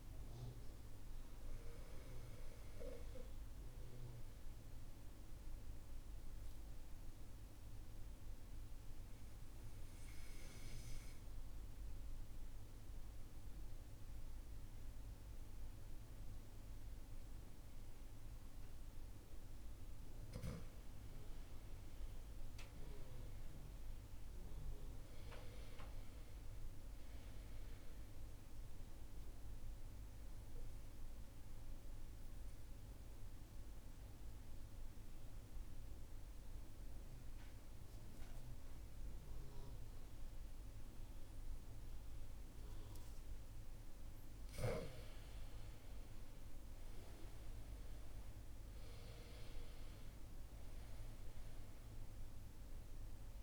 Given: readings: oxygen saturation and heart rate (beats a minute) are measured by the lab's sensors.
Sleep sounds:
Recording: breathing in sleep, hard to hear, by a room microphone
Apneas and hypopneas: 2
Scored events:
0.00-5.50 s: oxygen desaturation (device-marked, oxygen 94% lowest)
4.50-20.50 s: obstructive apnea (oxygen 97% before, 93% lowest)
22.50-26.50 s: arousal
29.00-42.50 s: obstructive apnea (oxygen 97% before, 93% lowest)
44.50-48.50 s: arousal
From the record:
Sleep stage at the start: N2 (light sleep)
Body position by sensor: on the back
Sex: male

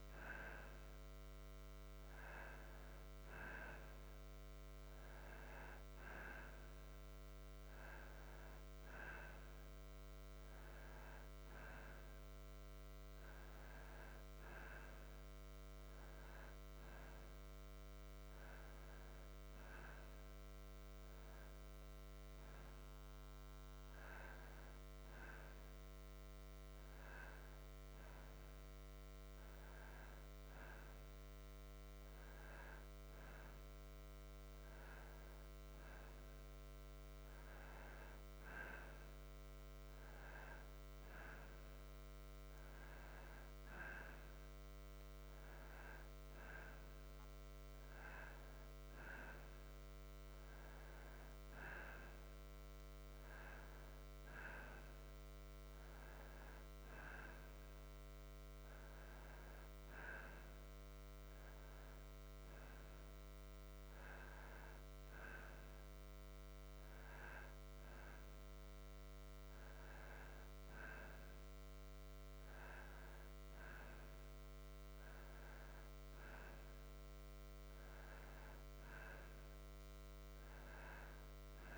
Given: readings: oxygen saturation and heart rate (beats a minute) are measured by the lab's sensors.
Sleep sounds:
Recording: breathing in sleep by a microphone on the trachea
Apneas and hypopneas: none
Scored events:
none scored
From the record:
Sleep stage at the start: N2 (light sleep)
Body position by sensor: on the back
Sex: male

